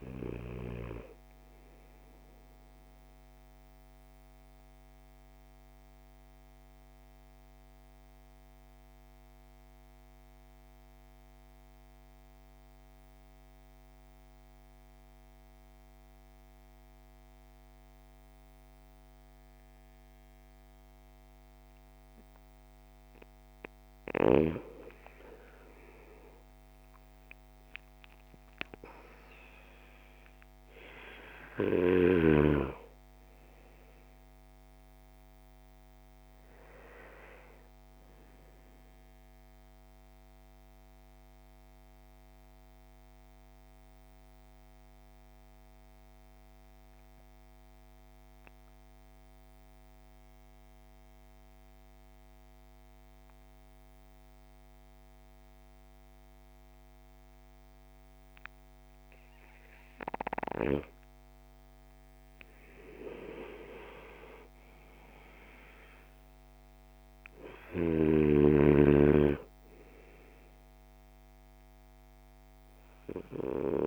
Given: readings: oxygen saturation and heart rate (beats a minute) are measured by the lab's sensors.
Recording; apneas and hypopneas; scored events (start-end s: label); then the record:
breathing in sleep by a microphone on the trachea; 2
0.00-19.00 s: oxygen desaturation (device-marked, oxygen 87% lowest)
2.50-23.00 s: mixed apnea (oxygen 98% before, 87% lowest)
25.00-29.00 s: arousal
30.00-59.00 s: oxygen desaturation (device-marked, oxygen 98% before, 89% lowest)
39.00-60.50 s: mixed apnea (oxygen 98% before, 87% lowest)
62.50-67.50 s: arousal
64.00-73.87 s: oxygen desaturation (device-marked, oxygen 98% before, 87% lowest)
From the record:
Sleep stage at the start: N2 (light sleep); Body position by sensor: on the back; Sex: male